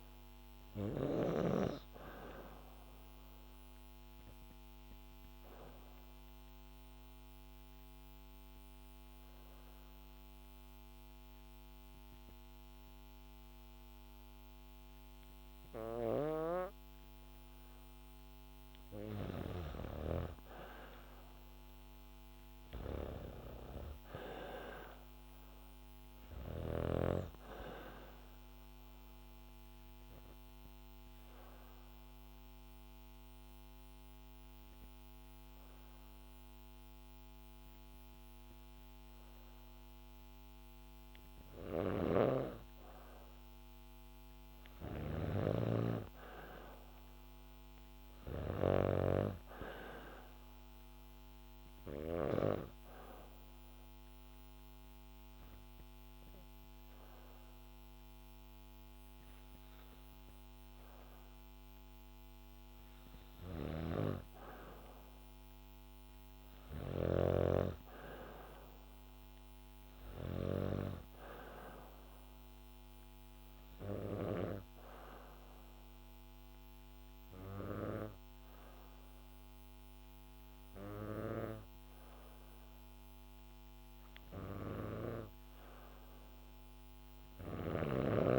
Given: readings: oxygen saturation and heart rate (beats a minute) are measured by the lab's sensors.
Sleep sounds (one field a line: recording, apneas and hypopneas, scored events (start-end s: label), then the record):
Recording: breathing in sleep by a microphone on the trachea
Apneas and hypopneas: 4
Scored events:
0.50-16.50 s: oxygen desaturation (device-marked, oxygen 97% before, 93% lowest, heart rate 67 before, 60 extreme)
3.50-18.00 s: obstructive apnea (oxygen 97% before, 93% lowest, heart rate 67 before, 60 extreme, up 2 after)
20.50-23.50 s: arousal
24.50-38.50 s: oxygen desaturation (device-marked, oxygen 99% before, 95% lowest, heart rate 68 before, 60 extreme)
29.00-42.50 s: obstructive apnea (oxygen 99% before, 94% lowest, heart rate 68 before, 60 extreme, up 9 after)
41.00-48.50 s: snoring (device-marked)
45.00-49.00 s: arousal
52.00-62.00 s: obstructive apnea (oxygen 98% before, 93% lowest, heart rate 65 before, 62 extreme, up 5 after)
63.00-70.00 s: snoring (device-marked)
64.00-67.50 s: arousal
74.00-84.00 s: obstructive apnea (oxygen 98% before, 93% lowest, heart rate 65 before, 67 extreme, up 1 after)
86.00-88.39 s: arousal
87.00-88.39 s: snoring (device-marked)
From the record:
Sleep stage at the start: N2 (light sleep)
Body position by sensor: on the back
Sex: female